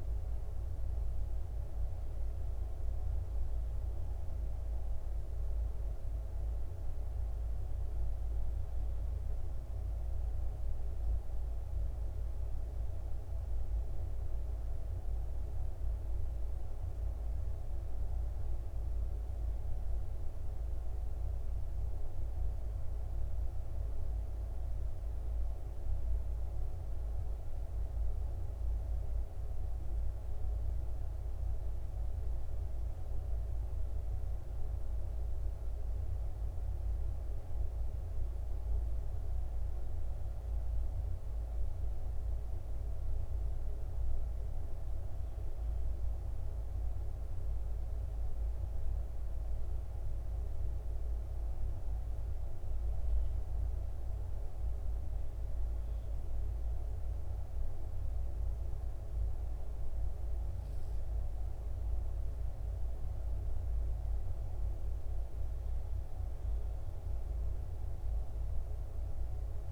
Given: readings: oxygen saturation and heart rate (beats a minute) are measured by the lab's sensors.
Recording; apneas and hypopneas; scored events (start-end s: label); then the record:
breathing in sleep, hard to hear, by a room microphone; 1
49.50-60.50 s: hypopnea (oxygen 96% before, 93% lowest, heart rate 62 before, 61 extreme, up 1 after)
63.50-67.00 s: arousal
From the record:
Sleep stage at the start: N2 (light sleep); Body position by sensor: on the back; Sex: male